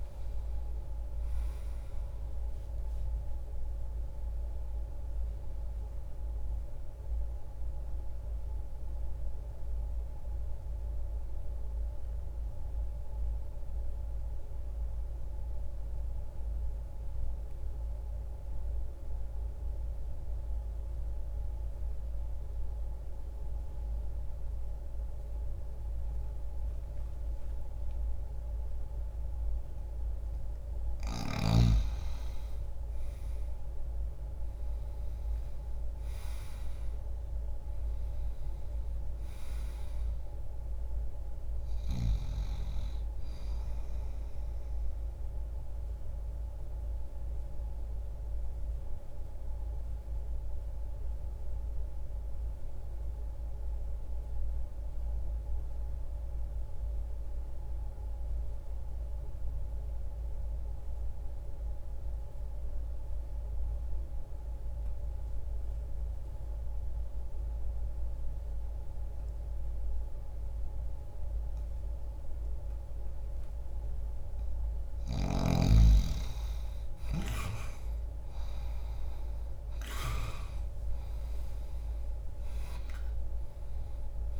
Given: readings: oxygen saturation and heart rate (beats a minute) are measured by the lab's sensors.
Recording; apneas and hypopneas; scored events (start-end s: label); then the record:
breathing in sleep, hard to hear, by a room microphone; 2
0.00-2.00 s: oxygen desaturation (device-marked, oxygen 90% lowest, heart rate 59 extreme)
6.50-31.00 s: mixed apnea (oxygen 98% before, 82% lowest, heart rate 71 before, 60 extreme, up 0 after)
20.00-30.00 s: oxygen desaturation (device-marked, oxygen 91% before, 85% lowest, heart rate 64 before, 60 extreme)
33.50-38.50 s: arousal
42.00-65.00 s: oxygen desaturation (device-marked, oxygen 98% before, 82% lowest, heart rate 60 before, 60 extreme)
44.50-74.00 s: mixed apnea (oxygen 98% before, 82% lowest, heart rate 60 before, 60 extreme, up 0 after)
77.00-81.00 s: arousal
81.00-84.40 s: oxygen desaturation (device-marked, oxygen 96% before, 88% lowest, heart rate 60 before, 60 extreme)
From the record:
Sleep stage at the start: N2 (light sleep); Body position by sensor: on the left side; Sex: male